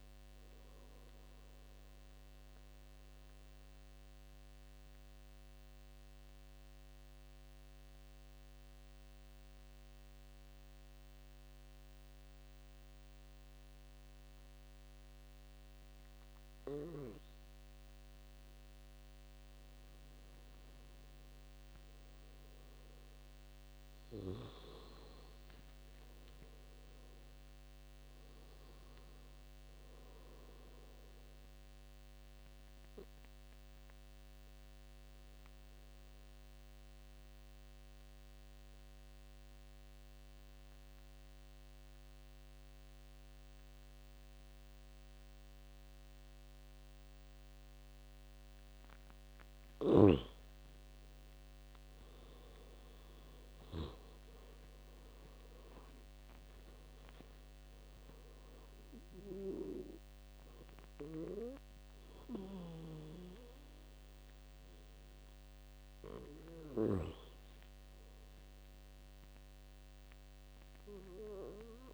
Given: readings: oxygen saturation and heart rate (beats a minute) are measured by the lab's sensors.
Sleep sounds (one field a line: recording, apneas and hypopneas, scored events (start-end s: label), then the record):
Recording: breathing in sleep by a microphone on the trachea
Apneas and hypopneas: 2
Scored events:
0.00-11.00 s: oxygen desaturation (device-marked, oxygen 91% lowest, heart rate 65 extreme)
3.00-19.00 s: mixed apnea (oxygen 98% before, 88% lowest, heart rate 77 before, 65 extreme, up 1 after)
22.50-26.50 s: arousal
26.00-44.00 s: oxygen desaturation (device-marked, oxygen 98% before, 90% lowest, heart rate 73 before, 67 extreme)
32.50-48.50 s: obstructive apnea (oxygen 98% before, 88% lowest, heart rate 73 before, 67 extreme, up 11 after)
51.00-55.50 s: arousal
56.00-71.94 s: oxygen desaturation (device-marked, oxygen 98% before, 88% lowest, heart rate 76 before, 67 extreme)
From the record:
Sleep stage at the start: N2 (light sleep)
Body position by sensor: on the right side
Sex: male